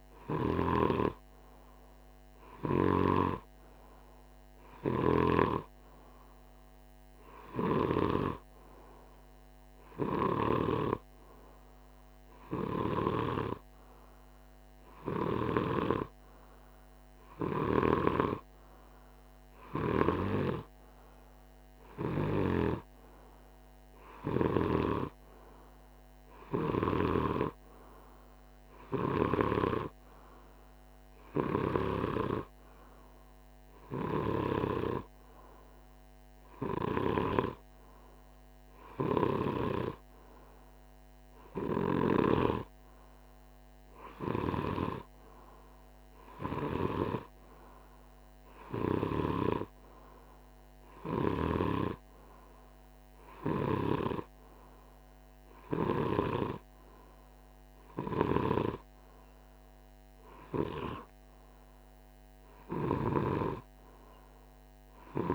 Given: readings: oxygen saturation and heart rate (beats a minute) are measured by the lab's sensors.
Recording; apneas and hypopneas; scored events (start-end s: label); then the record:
breathing in sleep by a microphone on the trachea; none
0.00-7.50 s: snoring (device-marked)
9.50-15.00 s: snoring (device-marked)
19.50-24.00 s: snoring (device-marked)
33.50-39.00 s: snoring (device-marked)
46.00-51.00 s: snoring (device-marked)
53.00-62.50 s: snoring (device-marked)
53.50-56.50 s: arousal
From the record:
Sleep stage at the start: N2 (light sleep); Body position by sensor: on the right side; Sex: male